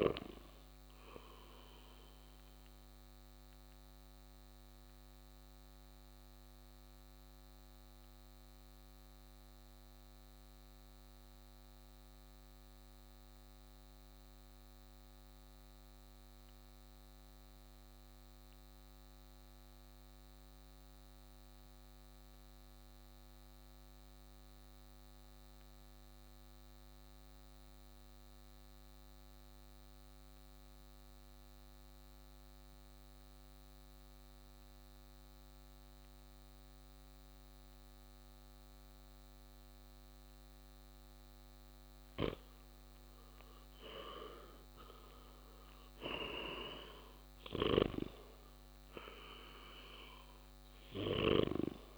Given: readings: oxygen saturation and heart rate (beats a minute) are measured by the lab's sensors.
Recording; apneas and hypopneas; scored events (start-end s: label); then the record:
breathing in sleep by a microphone on the trachea; 1
0.00-19.00 s: oxygen desaturation (device-marked, oxygen 89% lowest, heart rate 56 extreme)
1.50-42.00 s: mixed apnea (oxygen 98% before, 88% lowest, heart rate 62 before, 55 extreme, up 6 after)
31.00-51.97 s: oxygen desaturation (device-marked, oxygen 99% before, 88% lowest, heart rate 58 before, 55 extreme)
44.50-49.50 s: arousal
From the record:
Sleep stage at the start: N2 (light sleep); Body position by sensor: on the right side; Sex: male